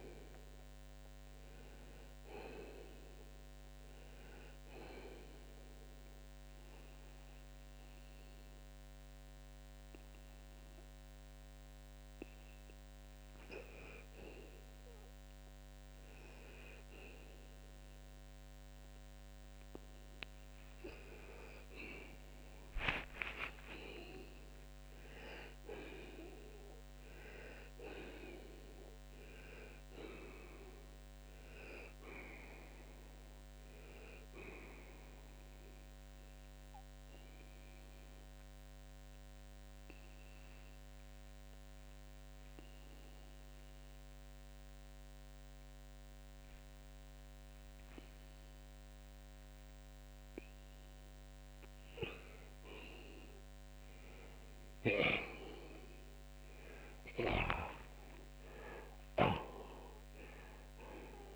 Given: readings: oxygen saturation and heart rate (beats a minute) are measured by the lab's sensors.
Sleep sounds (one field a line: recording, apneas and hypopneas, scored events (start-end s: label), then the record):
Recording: breathing in sleep by a microphone on the trachea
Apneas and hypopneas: 2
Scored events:
0.00-16.50 s: oxygen desaturation (device-marked, oxygen 83% lowest, heart rate 32 extreme)
4.50-20.00 s: hypopnea (oxygen 91% before, 81% lowest, heart rate 111 before, 74 extreme, up 25 after)
18.50-58.50 s: oxygen desaturation (device-marked, oxygen 93% before, 81% lowest, heart rate 71 before, 70 extreme)
21.50-24.50 s: arousal
27.50-61.36 s: new sleep stage, N2 (light sleep)
34.50-51.50 s: obstructive apnea (oxygen 93% before, 78% lowest, heart rate 91 before, 70 extreme, up 30 after)
54.00-57.50 s: arousal
From the record:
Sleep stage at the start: N1 (lightest sleep)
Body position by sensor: on the left side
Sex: male